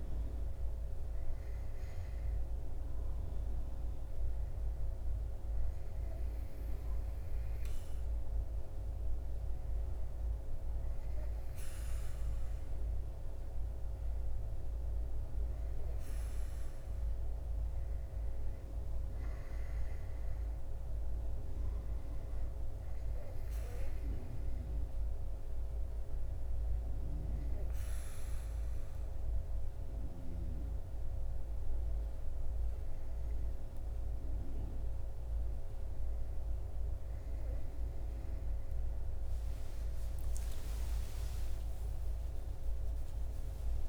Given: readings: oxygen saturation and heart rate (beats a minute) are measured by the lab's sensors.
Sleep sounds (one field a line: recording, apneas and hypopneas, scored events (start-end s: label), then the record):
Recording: breathing in sleep, hard to hear, by a room microphone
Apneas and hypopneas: none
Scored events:
0.00-6.00 s: oxygen desaturation (device-marked, oxygen 90% lowest, heart rate 66 extreme)
37.00-43.89 s: new sleep stage, awake
From the record:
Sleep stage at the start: REM sleep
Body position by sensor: on the back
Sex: male